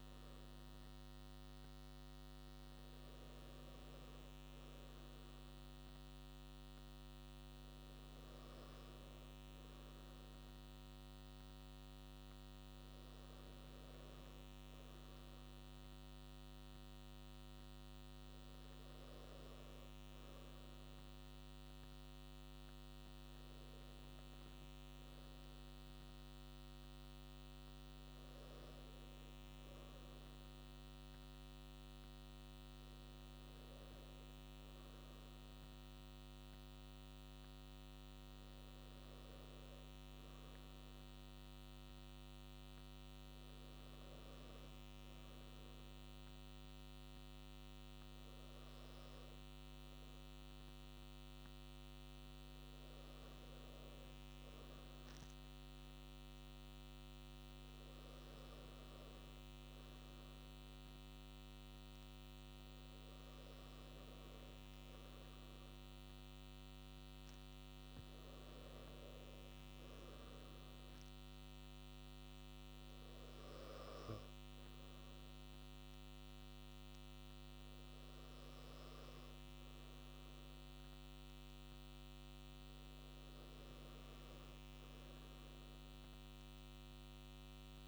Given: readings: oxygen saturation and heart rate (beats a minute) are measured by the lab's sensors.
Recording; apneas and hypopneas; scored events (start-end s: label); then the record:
breathing in sleep, hard to hear, by a microphone on the trachea; none
none scored
From the record:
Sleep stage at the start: N2 (light sleep); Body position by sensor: on the right side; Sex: male